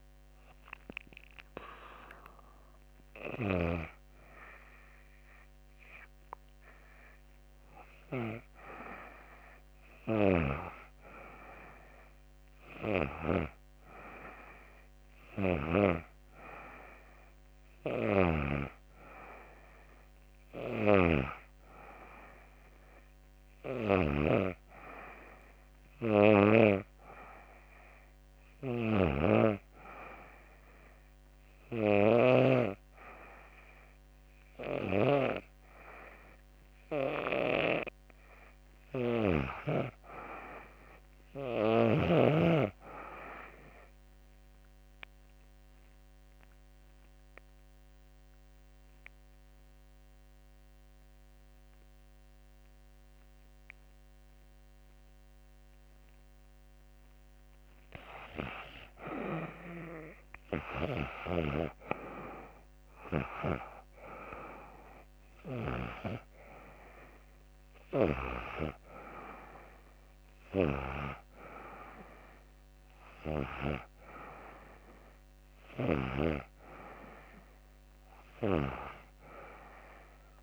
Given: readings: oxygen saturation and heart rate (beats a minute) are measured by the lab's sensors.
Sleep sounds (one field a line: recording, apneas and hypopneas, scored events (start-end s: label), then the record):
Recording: breathing in sleep by a microphone on the trachea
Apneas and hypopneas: 1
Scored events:
35.50-49.50 s: oxygen desaturation (device-marked, oxygen 96% before, 91% lowest, heart rate 84 before, 73 extreme)
43.00-56.50 s: obstructive apnea (oxygen 98% before, 86% lowest, heart rate 84 before, 73 extreme, up 7 after)
61.50-65.00 s: arousal
66.50-76.50 s: oxygen desaturation (device-marked, oxygen 93% before, 86% lowest, heart rate 78 before, 85 extreme)
From the record:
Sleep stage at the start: N2 (light sleep)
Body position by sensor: on the back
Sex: female